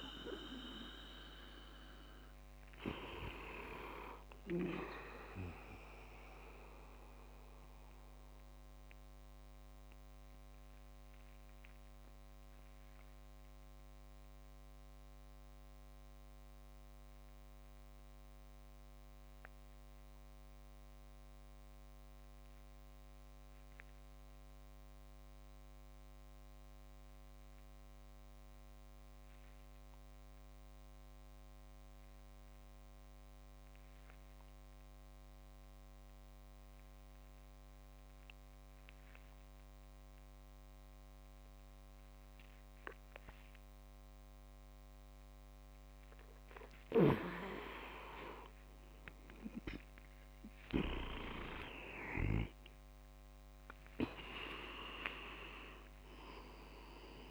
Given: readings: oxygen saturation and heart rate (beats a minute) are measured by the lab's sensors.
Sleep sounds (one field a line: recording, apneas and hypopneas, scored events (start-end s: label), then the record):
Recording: breathing in sleep by a microphone on the trachea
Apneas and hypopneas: 1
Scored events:
0.00-10.00 s: oxygen desaturation (device-marked, oxygen 86% lowest, heart rate 26 extreme)
7.00-44.00 s: obstructive apnea (oxygen 95% before, 85% lowest)
47.00-57.31 s: oxygen desaturation (device-marked, oxygen 99% before, 94% lowest, heart rate 41 before, 39 extreme)
49.50-54.50 s: arousal
51.00-54.50 s: leg movement (device-marked)
From the record:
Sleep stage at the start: REM sleep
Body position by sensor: on the back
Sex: male